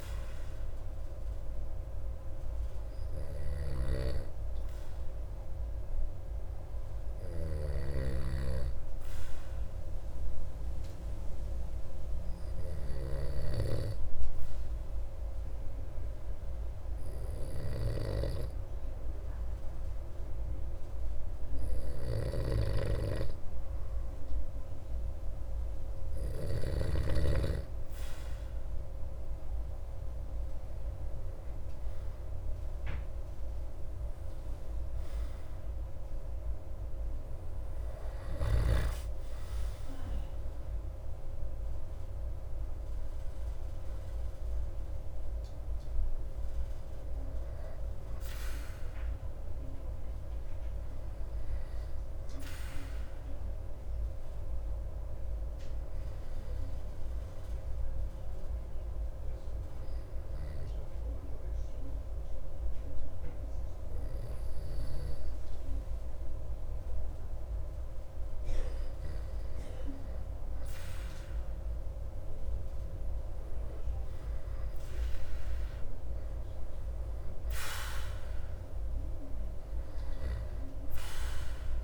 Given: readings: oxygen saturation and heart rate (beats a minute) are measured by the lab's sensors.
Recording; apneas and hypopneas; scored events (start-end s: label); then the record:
breathing in sleep by a room microphone; 2
0.00-13.50 s: snoring (device-marked)
8.00-23.00 s: obstructive apnea (oxygen 97% before, 93% lowest)
22.00-27.00 s: snoring (device-marked)
30.00-34.00 s: arousal
33.00-60.00 s: oxygen desaturation (device-marked, oxygen 96% before, 93% lowest)
52.50-69.50 s: hypopnea (oxygen 97% before, 93% lowest)
71.50-75.00 s: arousal
From the record:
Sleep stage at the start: N2 (light sleep); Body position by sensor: on the back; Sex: male